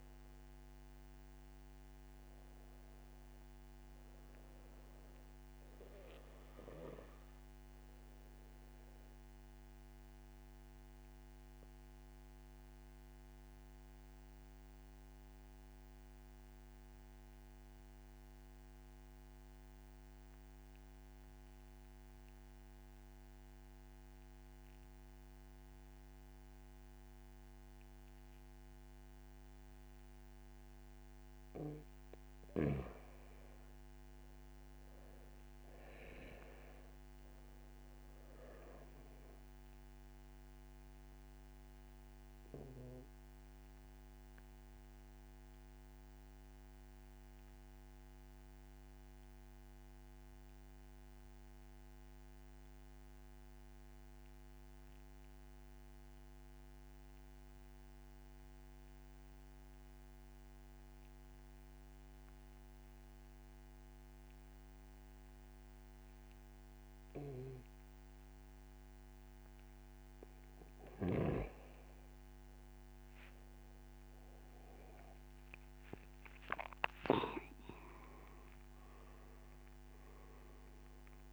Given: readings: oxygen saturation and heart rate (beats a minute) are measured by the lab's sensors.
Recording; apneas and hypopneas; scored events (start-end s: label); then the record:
breathing in sleep by a microphone on the trachea; 2
0.00-18.50 s: oxygen desaturation (device-marked, oxygen 89% lowest, heart rate 28 extreme)
6.50-30.00 s: obstructive apnea (oxygen 97% before, 87% lowest, heart rate 53 before, 46 extreme)
32.00-35.00 s: arousal
34.50-55.50 s: oxygen desaturation (device-marked, oxygen 96% before, 89% lowest, heart rate 66 before, 51 extreme)
41.00-68.00 s: obstructive apnea (oxygen 96% before, 87% lowest)
68.50-81.33 s: oxygen desaturation (device-marked, oxygen 96% before, 87% lowest)
76.00-81.33 s: arousal
From the record:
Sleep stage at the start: N2 (light sleep); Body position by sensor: on the back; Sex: male